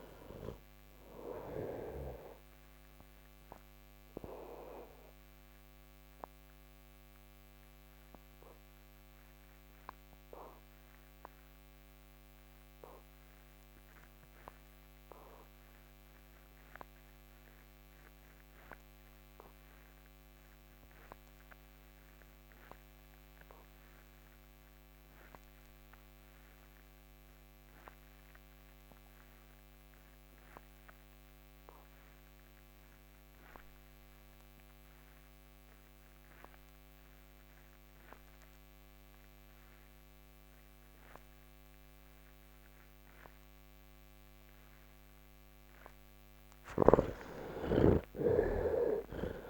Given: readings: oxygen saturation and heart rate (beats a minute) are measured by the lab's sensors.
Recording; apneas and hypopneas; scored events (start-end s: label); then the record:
breathing in sleep by a microphone on the trachea; 1
0.00-3.00 s: oxygen desaturation (device-marked, oxygen 63% lowest, heart rate 88 extreme)
2.50-45.00 s: obstructive apnea (oxygen 77% before, 58% lowest, heart rate 148 before, 96 extreme, up 19 after)
8.00-18.00 s: oxygen desaturation (device-marked, oxygen 65% before, 59% lowest, heart rate 141 before, 104 extreme)
29.00-49.50 s: oxygen desaturation (device-marked, oxygen 96% before, 63% lowest, heart rate 129 before, 96 extreme)
From the record:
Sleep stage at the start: N2 (light sleep); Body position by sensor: on the back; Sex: male